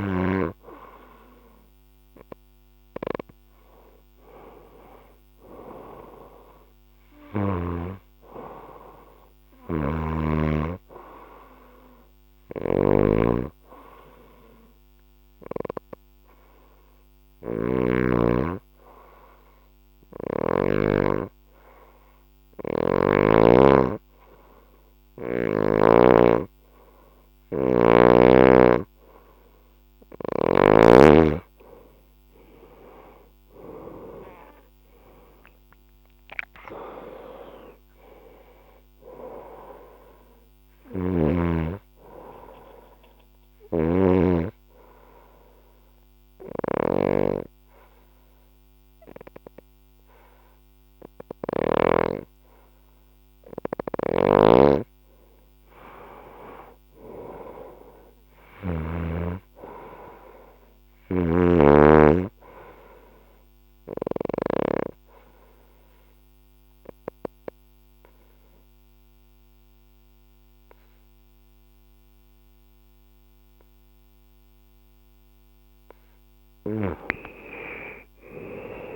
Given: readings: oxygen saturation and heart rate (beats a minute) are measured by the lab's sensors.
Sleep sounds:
breathing in sleep by a microphone on the trachea; 3
1.00-7.00 s: oxygen desaturation (device-marked, oxygen 97% before, 93% lowest, heart rate 66 before, 68 extreme)
12.00-20.50 s: snoring (device-marked)
13.00-26.50 s: obstructive apnea (oxygen 97% before, 89% lowest, heart rate 68 before, 61 extreme, up 4 after)
30.00-51.00 s: oxygen desaturation (device-marked, oxygen 95% before, 89% lowest, heart rate 69 before, 61 extreme)
33.00-38.50 s: arousal
43.00-51.50 s: snoring (device-marked)
43.50-54.50 s: obstructive apnea (oxygen 95% before, 88% lowest, heart rate 72 before, 61 extreme, up 12 after)
53.50-58.50 s: snoring (device-marked)
55.50-59.50 s: arousal
60.00-71.00 s: oxygen desaturation (device-marked, oxygen 96% before, 90% lowest, heart rate 66 before, 59 extreme)
60.50-64.00 s: snoring (device-marked)
63.00-74.50 s: obstructive apnea (oxygen 96% before, 88% lowest, heart rate 66 before, 59 extreme, up 10 after)
77.00-78.96 s: arousal
From the record:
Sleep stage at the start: N2 (light sleep); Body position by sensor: on the left side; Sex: female

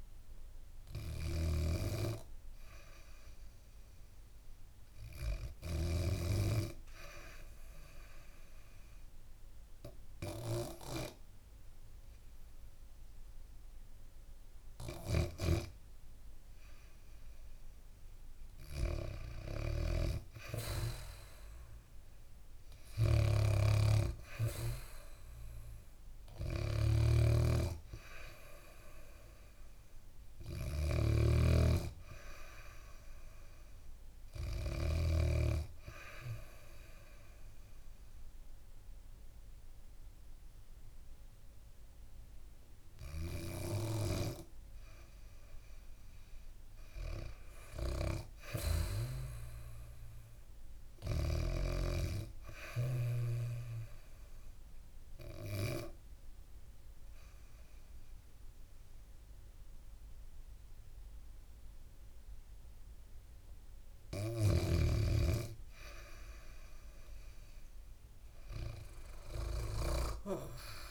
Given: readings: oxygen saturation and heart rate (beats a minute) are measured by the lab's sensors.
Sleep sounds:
breathing in sleep by a room microphone; 3
0.50-5.50 s: snoring (device-marked)
7.50-18.00 s: obstructive apnea (oxygen 100% before, 95% lowest, heart rate 72 before, 68 extreme, up 3 after)
14.50-35.00 s: snoring (device-marked)
21.50-25.50 s: arousal
24.00-43.00 s: oxygen desaturation (device-marked, oxygen 99% before, 95% lowest, heart rate 71 before, 68 extreme)
36.00-46.00 s: obstructive apnea (oxygen 99% before, 95% lowest, heart rate 70 before, 69 extreme, up 5 after)
47.50-51.00 s: arousal
53.50-64.00 s: obstructive apnea (oxygen 99% before, 96% lowest, heart rate 71 before, 66 extreme, up 3 after)
67.00-70.91 s: arousal
From the record:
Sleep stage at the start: N2 (light sleep); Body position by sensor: on the back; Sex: female

